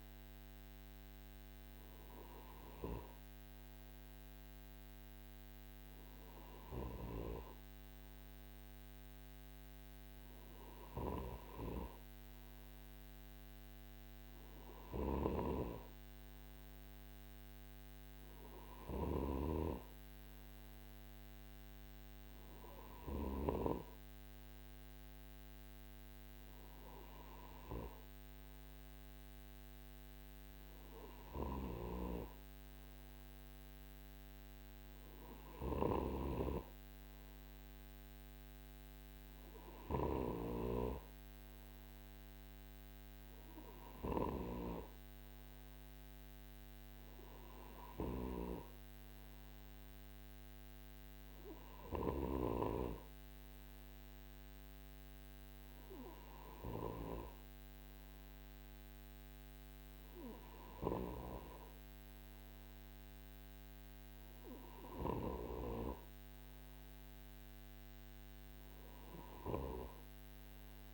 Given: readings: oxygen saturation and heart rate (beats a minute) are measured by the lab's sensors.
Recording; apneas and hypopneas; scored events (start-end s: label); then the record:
breathing in sleep by a microphone on the trachea; none
none scored
From the record:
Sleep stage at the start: N2 (light sleep); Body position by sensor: on the right side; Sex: male